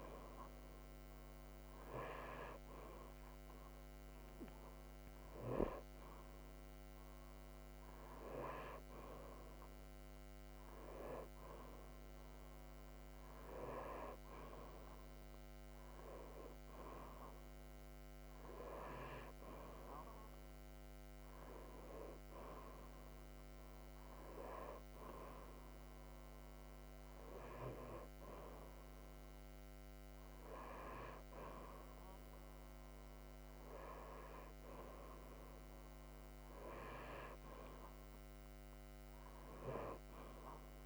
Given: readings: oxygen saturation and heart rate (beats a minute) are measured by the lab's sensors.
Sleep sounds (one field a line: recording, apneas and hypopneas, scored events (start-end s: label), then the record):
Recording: breathing in sleep by a microphone on the trachea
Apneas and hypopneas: none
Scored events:
none scored
From the record:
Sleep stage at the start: N2 (light sleep)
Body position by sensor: upright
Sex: male